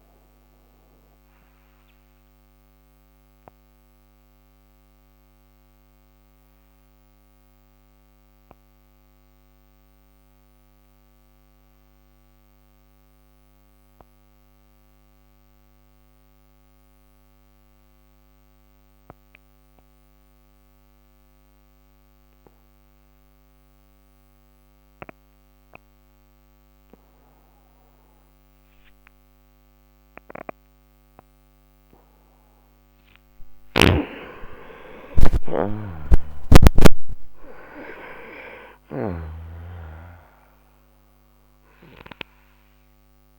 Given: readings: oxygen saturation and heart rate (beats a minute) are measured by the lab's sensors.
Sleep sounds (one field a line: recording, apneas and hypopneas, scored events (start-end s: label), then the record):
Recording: breathing in sleep by a microphone on the trachea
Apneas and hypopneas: 1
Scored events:
0.00-15.50 s: oxygen desaturation (device-marked, oxygen 89% lowest, heart rate 54 extreme)
2.50-26.00 s: obstructive apnea (oxygen 99% before, 89% lowest, heart rate 66 before, 54 extreme, up 58 after)
31.00-35.00 s: arousal
33.00-39.00 s: snoring (device-marked)
From the record:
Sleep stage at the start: N2 (light sleep)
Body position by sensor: on the right side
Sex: male